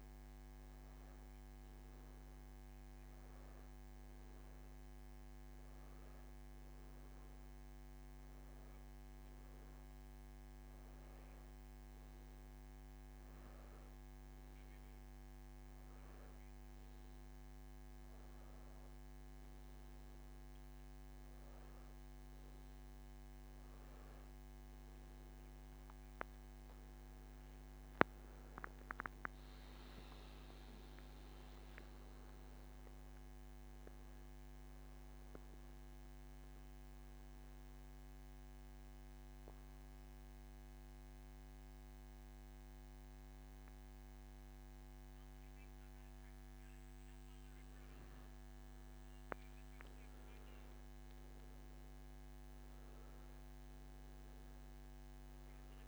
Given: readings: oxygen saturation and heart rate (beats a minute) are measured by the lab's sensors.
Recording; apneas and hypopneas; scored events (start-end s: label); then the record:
breathing in sleep, hard to hear, by a microphone on the trachea; 1
32.00-35.50 s: arousal
38.00-48.50 s: mixed apnea (oxygen 96% before, 90% lowest, heart rate 98 before, 84 extreme, up 4 after)
50.50-54.00 s: arousal
From the record:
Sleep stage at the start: N2 (light sleep); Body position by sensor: on the back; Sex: male